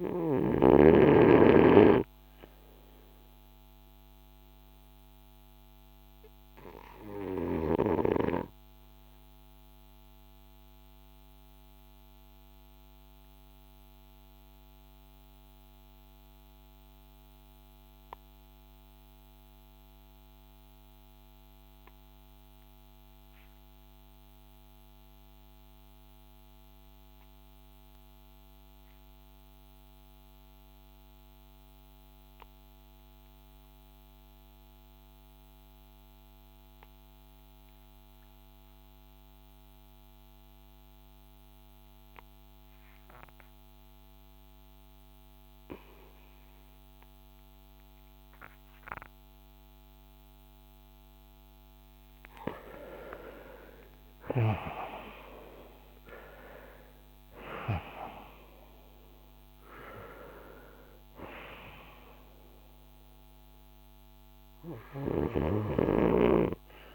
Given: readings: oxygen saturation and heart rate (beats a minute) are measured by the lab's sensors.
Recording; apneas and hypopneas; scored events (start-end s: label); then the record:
breathing in sleep by a microphone on the trachea; 1
0.00-27.00 s: oxygen desaturation (device-marked, oxygen 83% lowest, heart rate 46 extreme)
4.50-51.00 s: obstructive apnea (oxygen 98% before, 70% lowest, heart rate 59 before, 46 extreme, up 22 after)
33.00-66.95 s: oxygen desaturation (device-marked, oxygen 95% before, 70% lowest, heart rate 51 before, 46 extreme)
52.50-56.50 s: arousal
From the record:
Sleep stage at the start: REM sleep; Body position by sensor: on the front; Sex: male